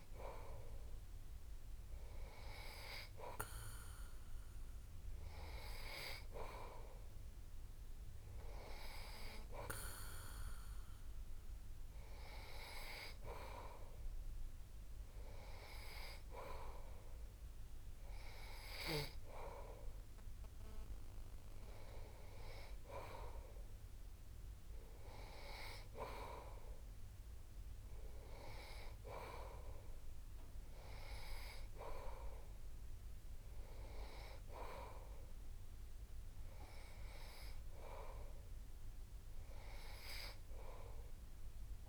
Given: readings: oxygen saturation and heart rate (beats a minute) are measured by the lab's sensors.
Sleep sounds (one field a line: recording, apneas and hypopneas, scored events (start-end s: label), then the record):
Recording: breathing in sleep by a room microphone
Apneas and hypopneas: none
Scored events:
none scored
From the record:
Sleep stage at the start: N3 (deep sleep)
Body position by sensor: on the back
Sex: male